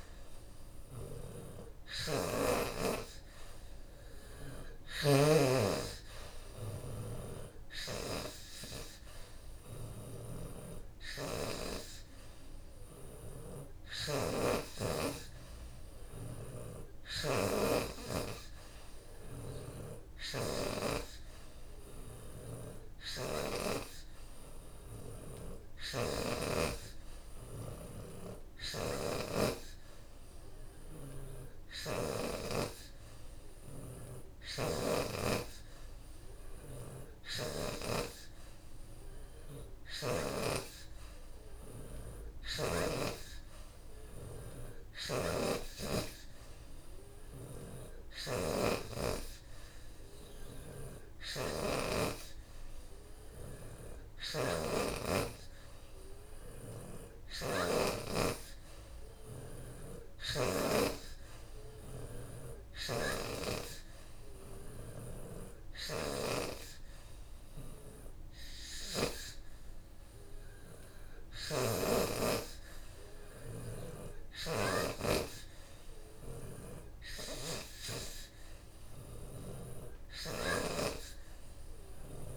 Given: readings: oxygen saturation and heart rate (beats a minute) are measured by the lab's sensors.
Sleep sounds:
breathing in sleep by a room microphone; none
7.00-21.00 s: oxygen desaturation (device-marked, oxygen 76% before, 73% lowest, heart rate 92 before, 87 extreme)
23.00-33.00 s: oxygen desaturation (device-marked, oxygen 77% before, 73% lowest, heart rate 95 before, 87 extreme)
35.00-51.00 s: oxygen desaturation (device-marked, oxygen 76% before, 72% lowest, heart rate 93 before, 87 extreme)
From the record:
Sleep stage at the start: N3 (deep sleep); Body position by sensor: on the back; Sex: female

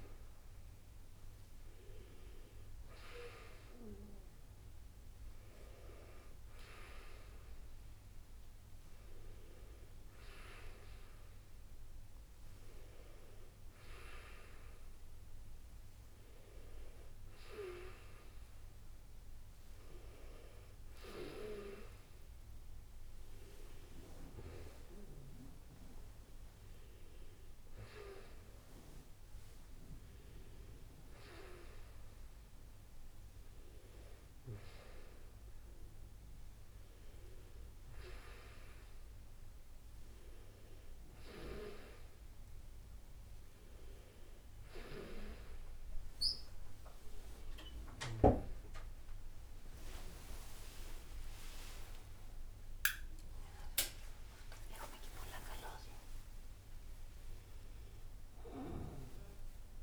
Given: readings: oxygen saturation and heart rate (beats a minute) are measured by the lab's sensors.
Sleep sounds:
breathing in sleep by a room microphone; none
none scored
From the record:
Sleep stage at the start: N2 (light sleep); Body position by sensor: on the right side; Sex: female

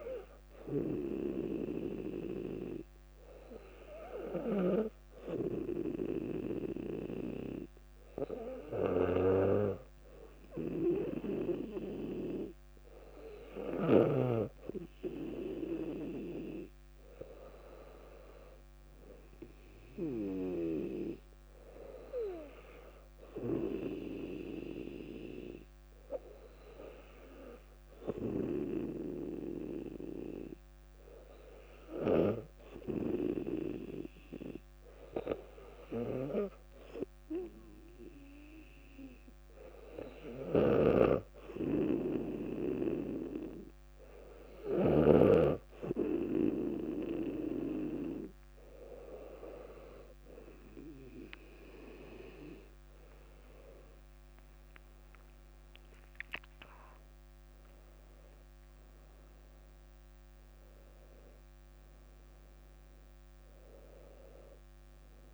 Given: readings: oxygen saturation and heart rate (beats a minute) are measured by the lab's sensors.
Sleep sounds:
breathing in sleep by a microphone on the trachea; 1
35.00-48.50 s: hypopnea (oxygen 97% before, 96% lowest, heart rate 62 before, 59 extreme, up 6 after)
40.50-45.50 s: snoring (device-marked)
53.50-57.50 s: arousal
From the record:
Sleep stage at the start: N2 (light sleep); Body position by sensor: on the back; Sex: female

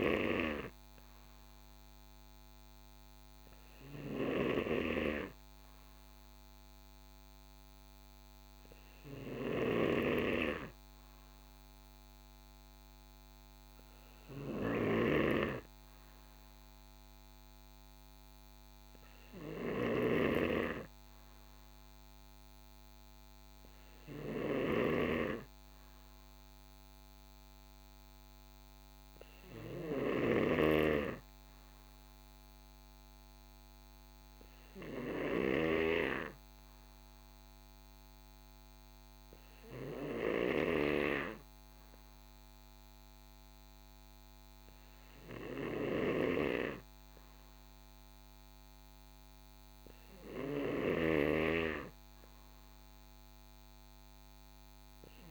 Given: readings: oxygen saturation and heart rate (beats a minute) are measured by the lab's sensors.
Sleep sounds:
breathing in sleep by a microphone on the trachea; none
none scored
From the record:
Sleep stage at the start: N2 (light sleep); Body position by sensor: on the right side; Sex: male

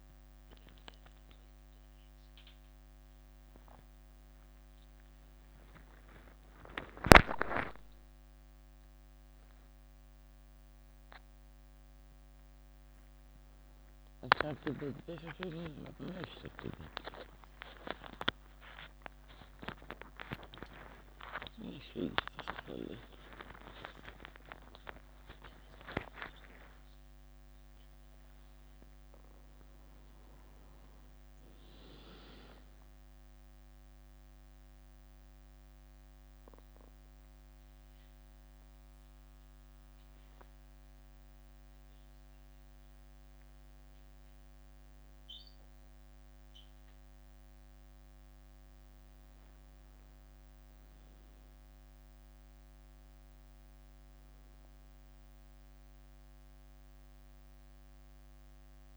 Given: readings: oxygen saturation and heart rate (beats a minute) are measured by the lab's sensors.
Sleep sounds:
a person awake in a sleep study, by a microphone on the trachea; none
3.00-4.00 s: leg movement (device-marked)
11.50-14.00 s: leg movement (device-marked)
14.00-18.50 s: snoring (device-marked)
16.00-18.50 s: leg movement (device-marked)
25.00-26.50 s: leg movement (device-marked)
28.50-30.50 s: long interval between heartbeats (device-marked, heart rate 75 before, 85 extreme)
28.50-32.50 s: leg movement (device-marked)
32.00-34.00 s: long interval between heartbeats (device-marked, heart rate 77 before, 94 extreme)
33.00-58.96 s: new sleep stage, N1 (lightest sleep)
34.50-40.50 s: leg movement (device-marked)
40.50-41.50 s: leg movement (device-marked)
42.50-45.50 s: leg movement (device-marked)
49.50-55.00 s: leg movement (device-marked)
From the record:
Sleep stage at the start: awake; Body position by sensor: on the back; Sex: female

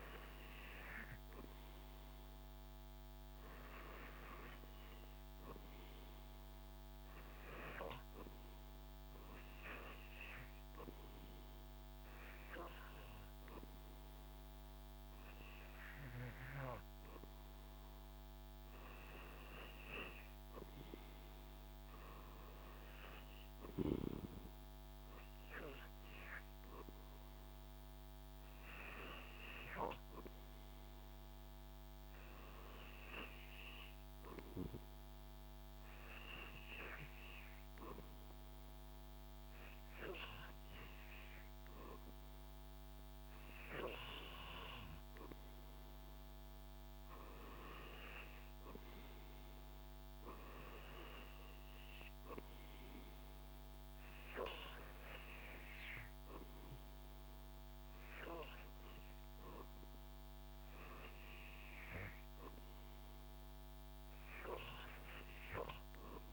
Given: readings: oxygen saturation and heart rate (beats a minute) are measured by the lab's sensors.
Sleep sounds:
breathing in sleep by a microphone on the trachea; none
none scored
From the record:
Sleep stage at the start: REM sleep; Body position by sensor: on the back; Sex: male

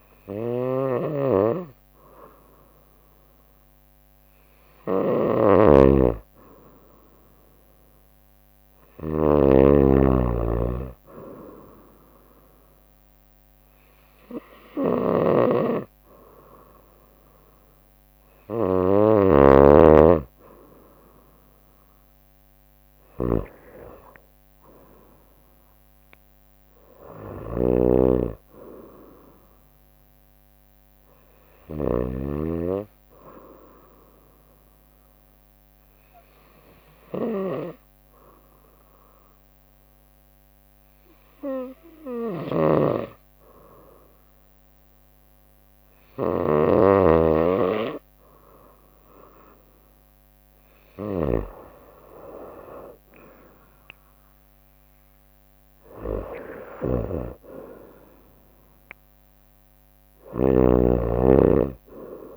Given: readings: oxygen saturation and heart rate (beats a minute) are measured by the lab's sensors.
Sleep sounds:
breathing in sleep by a microphone on the trachea; 1
0.00-3.50 s: drop in pulse transit time (device-marked, heart rate 64 extreme)
0.00-62.37 s: snoring (device-marked)
26.50-30.50 s: arousal
35.50-48.50 s: obstructive apnea (oxygen 96% before, 93% lowest, heart rate 65 before, 63 extreme, up 4 after)
51.50-62.37 s: drop in pulse transit time (device-marked, heart rate 64 before, 66 extreme)
52.00-55.50 s: arousal
From the record:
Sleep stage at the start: N2 (light sleep); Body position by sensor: on the right side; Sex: female

